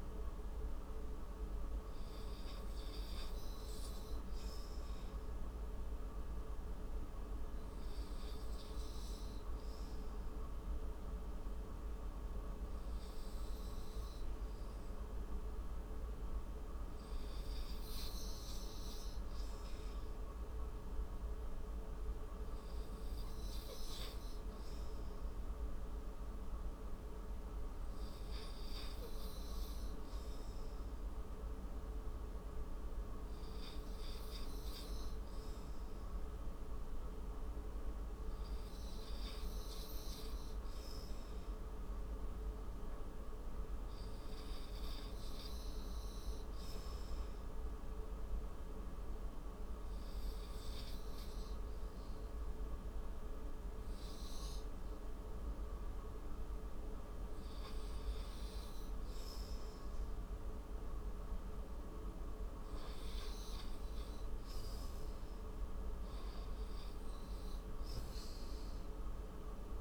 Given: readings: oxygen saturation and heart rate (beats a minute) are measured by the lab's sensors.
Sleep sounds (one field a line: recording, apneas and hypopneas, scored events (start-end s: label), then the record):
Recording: breathing in sleep, hard to hear, by a room microphone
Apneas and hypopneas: 2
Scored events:
0.00-3.50 s: oxygen desaturation (device-marked, oxygen 90% lowest, heart rate 54 extreme)
10.50-23.50 s: hypopnea (oxygen 94% before, 88% lowest, heart rate 87 before, 54 extreme, up 45 after)
25.50-30.00 s: arousal
26.50-52.50 s: oxygen desaturation (device-marked, oxygen 95% before, 88% lowest, heart rate 82 before, 56 extreme)
40.50-69.81 s: new sleep stage, REM sleep
47.50-59.00 s: hypopnea (oxygen 95% before, 88% lowest, heart rate 67 before, 56 extreme, up 33 after)
62.00-65.00 s: arousal
From the record:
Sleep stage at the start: N2 (light sleep)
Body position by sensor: on the right side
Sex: male